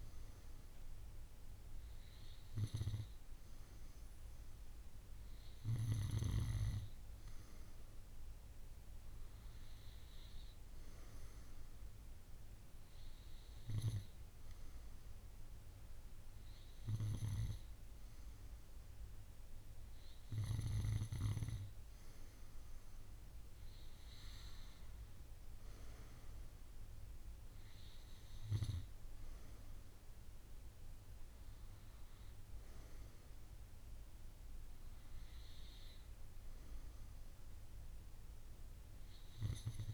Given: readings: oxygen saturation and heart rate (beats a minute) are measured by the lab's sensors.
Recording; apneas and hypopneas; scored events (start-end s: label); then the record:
breathing in sleep by a room microphone; none
none scored
From the record:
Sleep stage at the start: N2 (light sleep); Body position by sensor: on the right side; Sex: female